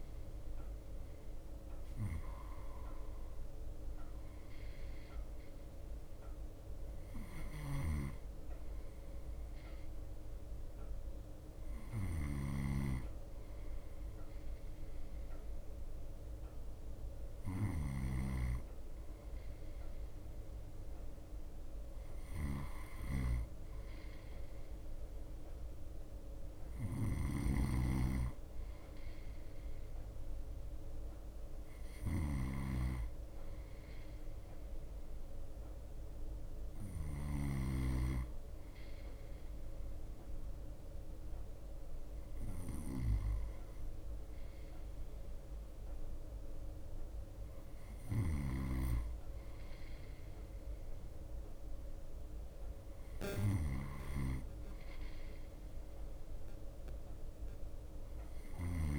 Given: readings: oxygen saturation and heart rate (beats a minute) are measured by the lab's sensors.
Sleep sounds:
breathing in sleep by a room microphone; none
0.00-58.99 s: bradycardia (device-marked, heart rate 55 extreme)
8.00-37.50 s: snoring (device-marked)
48.50-58.99 s: snoring (device-marked)
From the record:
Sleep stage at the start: N2 (light sleep); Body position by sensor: on the right side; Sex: male

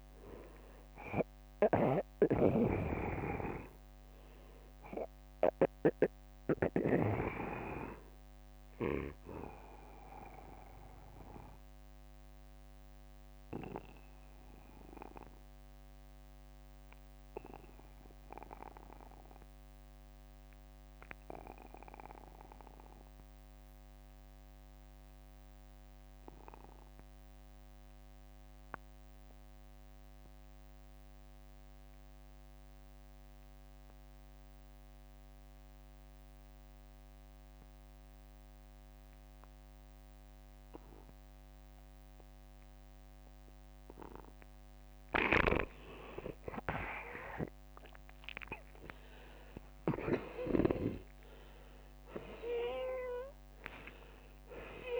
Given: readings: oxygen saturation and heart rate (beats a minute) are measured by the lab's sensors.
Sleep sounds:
breathing in sleep by a microphone on the trachea; 1
2.00-6.50 s: snoring (device-marked)
2.50-7.50 s: arousal
3.00-5.00 s: long interval between heartbeats (device-marked, heart rate 58 before, 62 extreme)
6.50-27.50 s: oxygen desaturation (device-marked, oxygen 91% before, 82% lowest, heart rate 61 before, 42 extreme)
12.00-42.50 s: obstructive apnea (oxygen 94% before, 82% lowest, heart rate 59 before, 42 extreme, up 22 after)
45.50-55.00 s: oxygen desaturation (device-marked, oxygen 95% before, 92% lowest, heart rate 50 before, 48 extreme)
49.50-55.00 s: new sleep stage, awake
From the record:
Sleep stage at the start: N2 (light sleep); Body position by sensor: on the back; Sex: male

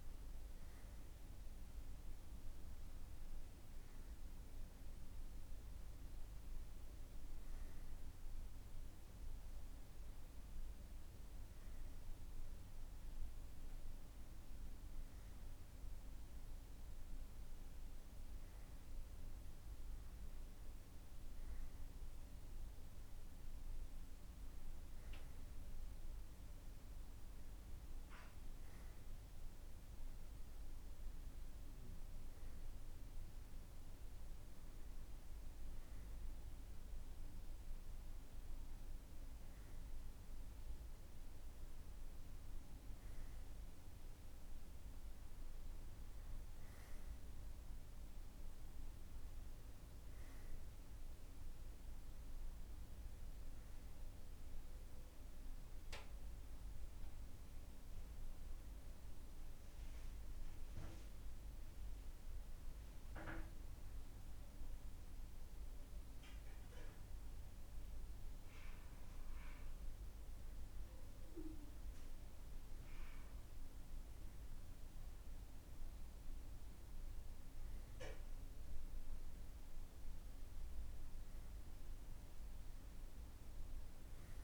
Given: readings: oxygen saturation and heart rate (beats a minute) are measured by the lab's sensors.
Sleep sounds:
breathing in sleep, hard to hear, by a room microphone; none
none scored
From the record:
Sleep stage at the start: N2 (light sleep); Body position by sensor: on the right side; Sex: male

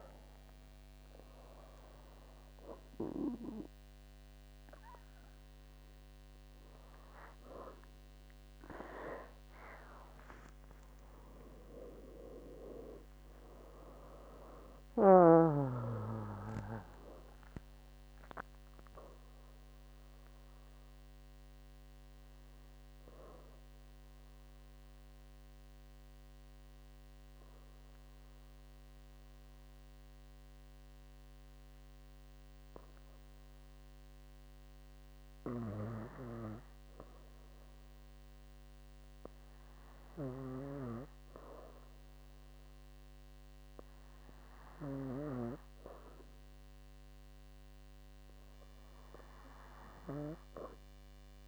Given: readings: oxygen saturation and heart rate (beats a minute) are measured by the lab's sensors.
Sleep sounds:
breathing in sleep by a microphone on the trachea; 1
10.00-15.50 s: arousal
22.00-36.00 s: obstructive apnea (oxygen 98% before, 94% lowest, heart rate 99 before, 60 extreme, up 24 after)
37.50-41.00 s: arousal
48.00-51.48 s: oxygen desaturation (device-marked, oxygen 99% before, 94% lowest, heart rate 68 before, 57 extreme)
From the record:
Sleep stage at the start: N2 (light sleep); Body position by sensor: on the back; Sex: female

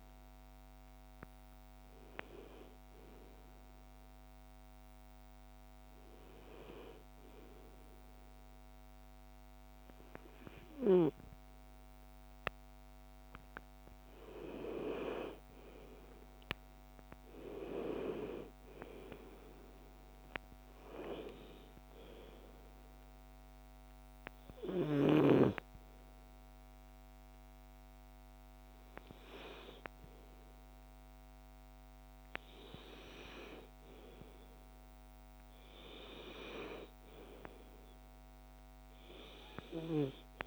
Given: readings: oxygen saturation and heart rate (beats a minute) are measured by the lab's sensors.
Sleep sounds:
breathing in sleep by a microphone on the trachea; 2
1.50-12.50 s: hypopnea (oxygen 95% before, 93% lowest)
14.50-18.00 s: arousal
22.00-32.50 s: obstructive apnea (oxygen 96% before, 92% lowest)
34.00-38.00 s: arousal
From the record:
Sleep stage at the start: N2 (light sleep); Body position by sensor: on the back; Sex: female

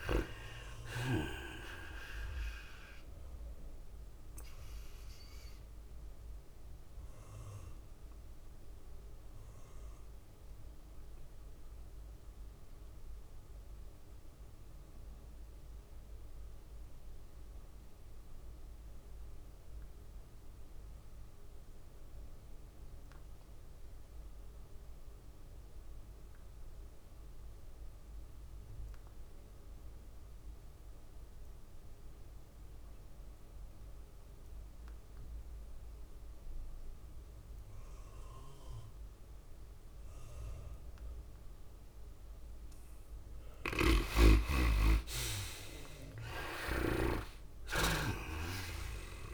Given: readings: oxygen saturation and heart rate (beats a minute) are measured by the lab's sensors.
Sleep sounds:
breathing in sleep by a room microphone; 1
0.00-13.00 s: drop in pulse transit time (device-marked, heart rate 99 extreme)
0.00-14.00 s: oxygen desaturation (device-marked, oxygen 75% lowest, heart rate 96 extreme)
0.00-28.00 s: tachycardia (device-marked, heart rate 113 extreme)
4.50-44.50 s: mixed apnea (oxygen 99% before, 69% lowest, heart rate 103 before, 99 extreme, up 11 after)
21.00-49.34 s: oxygen desaturation (device-marked, oxygen 99% before, 69% lowest, heart rate 109 before, 99 extreme)
30.00-32.00 s: tachycardia (device-marked, heart rate 106 before, 101 extreme)
43.00-49.34 s: tachycardia (device-marked, heart rate 106 before, 112 extreme)
46.50-49.34 s: arousal
48.00-49.34 s: drop in pulse transit time (device-marked, heart rate 100 before, 105 extreme)
From the record:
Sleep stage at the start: N2 (light sleep); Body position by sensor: on the back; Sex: female

